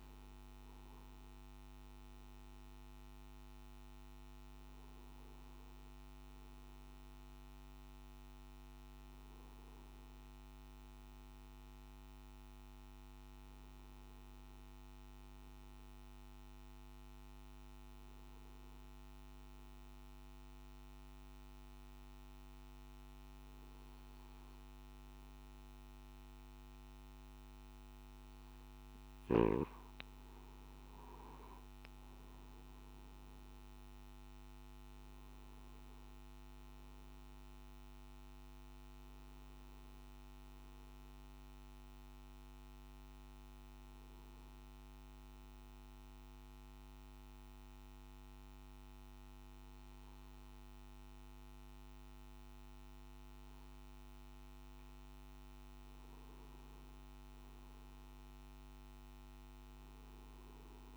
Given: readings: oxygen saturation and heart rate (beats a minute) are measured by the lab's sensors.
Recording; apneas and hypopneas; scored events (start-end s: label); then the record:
breathing in sleep, hard to hear, by a microphone on the trachea; 2
19.50-30.50 s: obstructive apnea (oxygen 96% before, 93% lowest, heart rate 57 before, 52 extreme, up 8 after)
25.50-60.97 s: new sleep stage, N2 (light sleep)
43.50-54.50 s: obstructive apnea (oxygen 95% before, 93% lowest, heart rate 56 before, 52 extreme, up 4 after)
From the record:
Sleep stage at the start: N1 (lightest sleep); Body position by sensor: on the back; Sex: male